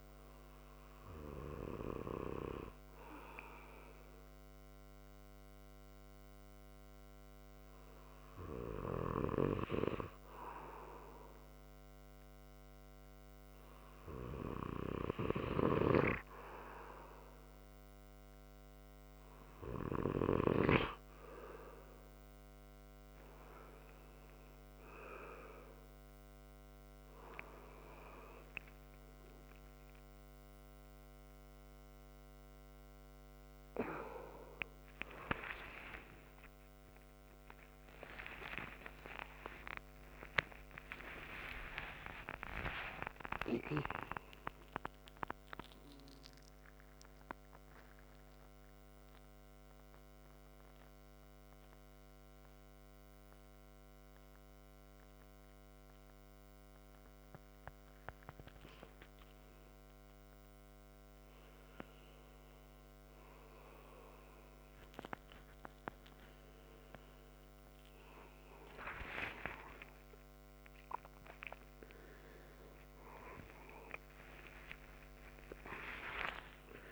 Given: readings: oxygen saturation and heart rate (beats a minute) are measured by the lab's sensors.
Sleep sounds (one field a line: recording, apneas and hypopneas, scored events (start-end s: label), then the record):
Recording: breathing in sleep by a microphone on the trachea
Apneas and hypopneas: 1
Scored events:
36.50-42.50 s: arousal
47.00-57.50 s: mixed apnea (oxygen 95% before, 93% lowest)
63.00-76.92 s: new sleep stage, awake
From the record:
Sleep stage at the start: N2 (light sleep)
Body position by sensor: on the right side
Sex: male